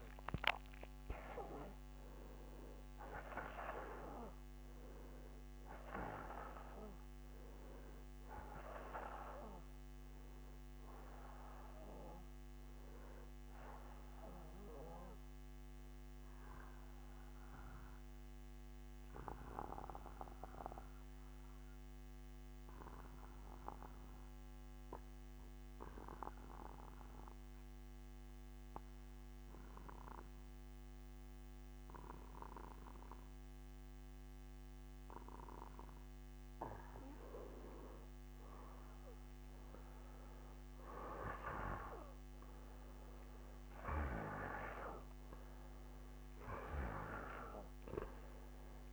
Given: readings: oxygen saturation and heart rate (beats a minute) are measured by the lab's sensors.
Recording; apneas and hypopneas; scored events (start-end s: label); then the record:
breathing in sleep by a microphone on the trachea; 1
0.00-18.00 s: oxygen desaturation (device-marked, oxygen 88% lowest, heart rate 59 extreme)
16.00-33.50 s: obstructive apnea (oxygen 95% before, 86% lowest, heart rate 63 before, 59 extreme, up 2 after)
18.00-20.00 s: bradycardia (device-marked, heart rate 63 before, 60 extreme)
32.00-48.93 s: oxygen desaturation (device-marked, oxygen 96% before, 86% lowest, heart rate 61 before, 59 extreme)
37.00-41.50 s: arousal
From the record:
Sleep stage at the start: N2 (light sleep); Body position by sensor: on the back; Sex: male